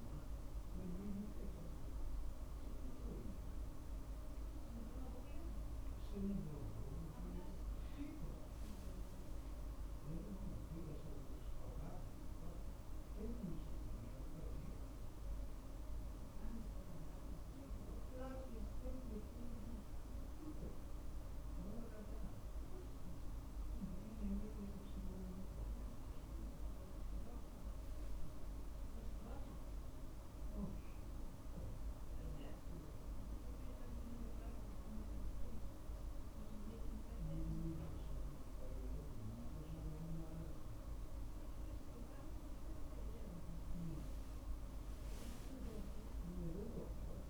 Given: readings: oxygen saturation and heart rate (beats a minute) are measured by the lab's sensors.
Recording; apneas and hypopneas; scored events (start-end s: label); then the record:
a person awake in a sleep study, by a room microphone; none
2.00-33.00 s: oxygen desaturation (device-marked, oxygen 97% before, 93% lowest, heart rate 48 before, 48 extreme)
From the record:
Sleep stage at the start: awake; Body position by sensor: on the right side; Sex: male